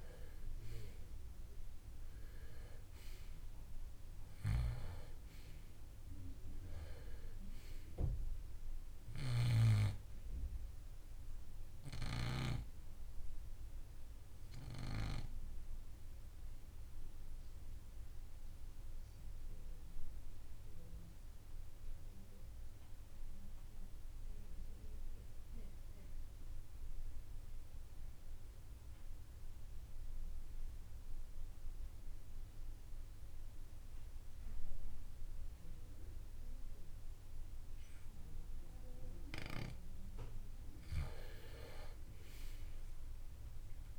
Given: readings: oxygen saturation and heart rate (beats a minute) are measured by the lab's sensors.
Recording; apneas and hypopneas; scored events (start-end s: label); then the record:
breathing in sleep by a room microphone; 1
0.00-1.50 s: arousal
0.00-32.00 s: oxygen desaturation (device-marked, oxygen 97% before, 87% lowest, heart rate 65 before, 48 extreme)
12.50-39.50 s: obstructive apnea (oxygen 97% before, 82% lowest, heart rate 64 before, 48 extreme, up 14 after)
33.00-43.99 s: new sleep stage, N2 (light sleep)
41.00-43.99 s: arousal
From the record:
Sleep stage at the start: REM sleep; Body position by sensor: on the right side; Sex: male